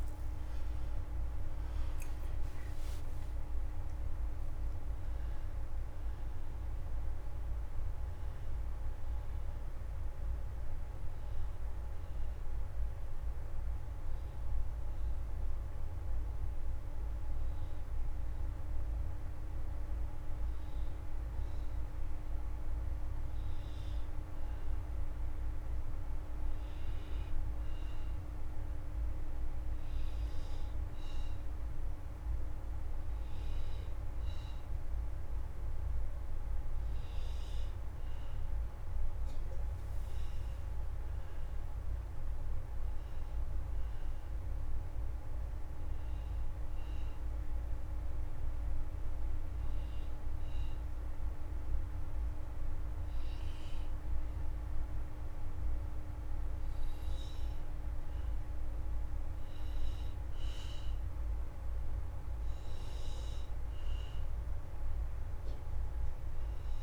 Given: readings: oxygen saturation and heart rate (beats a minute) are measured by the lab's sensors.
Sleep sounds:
a person partly awake in a sleep study, hard to hear, by a room microphone; 1
14.00-66.83 s: new sleep stage, N2 (light sleep)
29.00-41.00 s: oxygen desaturation (device-marked, oxygen 95% before, 88% lowest, heart rate 149 before, 59 extreme)
42.00-45.00 s: arousal
43.00-55.00 s: oxygen desaturation (device-marked, oxygen 91% before, 88% lowest, heart rate 107 before, 69 extreme)
46.50-57.00 s: hypopnea (oxygen 95% before, 84% lowest, heart rate 104 before, 69 extreme, up 0 after)
59.50-63.50 s: arousal
From the record:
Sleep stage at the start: awake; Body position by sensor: on the left side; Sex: male

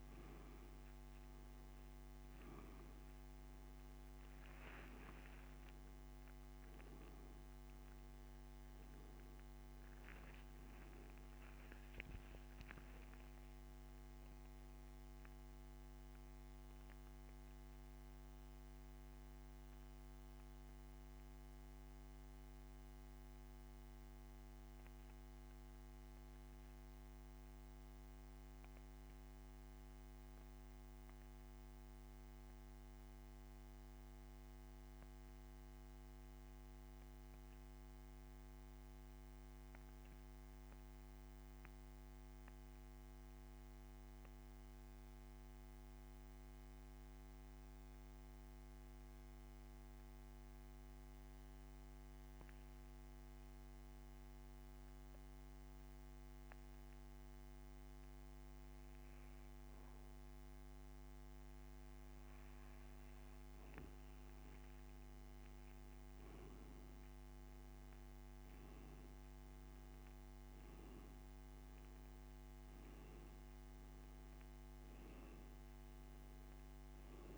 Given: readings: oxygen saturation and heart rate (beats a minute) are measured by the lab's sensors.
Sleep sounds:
a person partly awake in a sleep study, hard to hear, by a microphone on the trachea; 1
0.00-46.50 s: oxygen desaturation (device-marked, oxygen 88% lowest)
23.50-77.37 s: new sleep stage, N2 (light sleep)
25.00-62.00 s: mixed apnea (oxygen 95% before, 88% lowest)
65.00-69.00 s: arousal
66.50-77.37 s: oxygen desaturation (device-marked, oxygen 98% before, 88% lowest)
From the record:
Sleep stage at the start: awake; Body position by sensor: on the back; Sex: male

